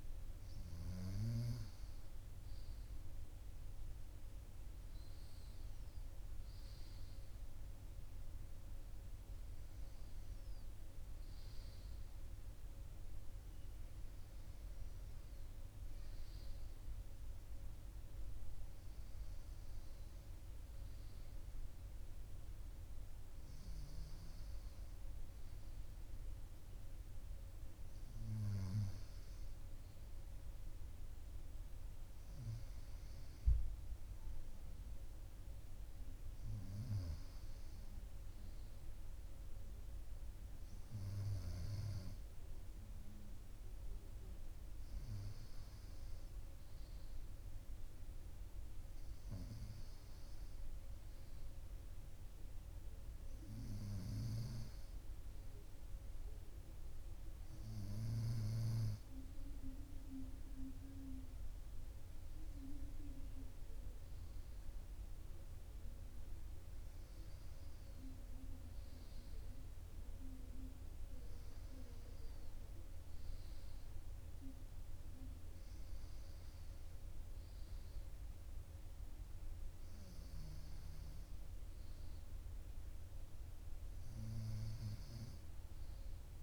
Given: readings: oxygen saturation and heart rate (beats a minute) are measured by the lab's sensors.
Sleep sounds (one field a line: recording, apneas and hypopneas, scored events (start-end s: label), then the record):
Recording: breathing in sleep by a room microphone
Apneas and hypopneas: none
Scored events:
none scored
From the record:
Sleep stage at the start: N1 (lightest sleep)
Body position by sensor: on the right side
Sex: male